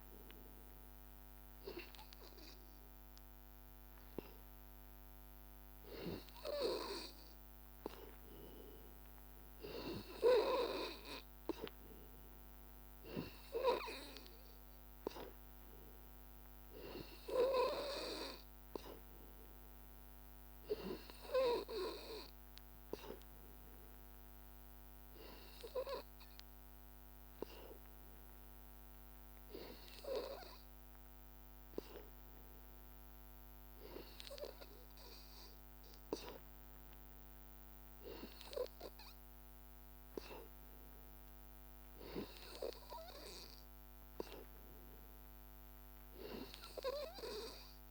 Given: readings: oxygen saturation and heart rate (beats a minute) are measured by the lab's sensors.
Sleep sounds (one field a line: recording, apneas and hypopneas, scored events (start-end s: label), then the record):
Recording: breathing in sleep by a microphone on the trachea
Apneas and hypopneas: none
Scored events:
3.00-22.00 s: oxygen desaturation (device-marked, oxygen 95% before, 91% lowest, heart rate 84 before, 83 extreme)
From the record:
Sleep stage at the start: N2 (light sleep)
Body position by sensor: on the back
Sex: male